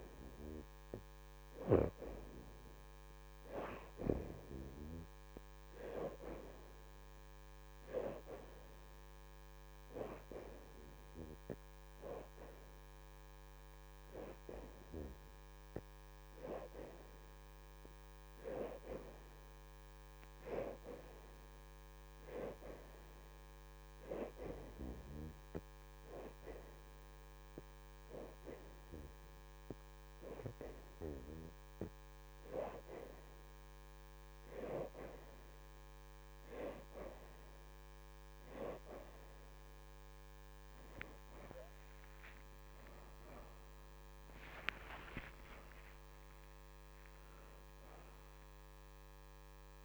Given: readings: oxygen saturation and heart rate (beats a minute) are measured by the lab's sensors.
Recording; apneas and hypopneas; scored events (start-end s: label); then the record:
breathing in sleep by a microphone on the trachea; none
0.00-5.00 s: oxygen desaturation (device-marked, oxygen 65% lowest, heart rate 83 extreme)
12.00-26.00 s: oxygen desaturation (device-marked, oxygen 73% before, 63% lowest, heart rate 85 before, 84 extreme)
31.00-41.00 s: oxygen desaturation (device-marked, oxygen 69% before, 65% lowest, heart rate 86 before, 82 extreme)
42.50-47.00 s: arousal
43.00-49.85 s: oxygen desaturation (device-marked, oxygen 72% before, 64% lowest, heart rate 87 before, 80 extreme)
From the record:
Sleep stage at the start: N2 (light sleep); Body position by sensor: on the back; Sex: female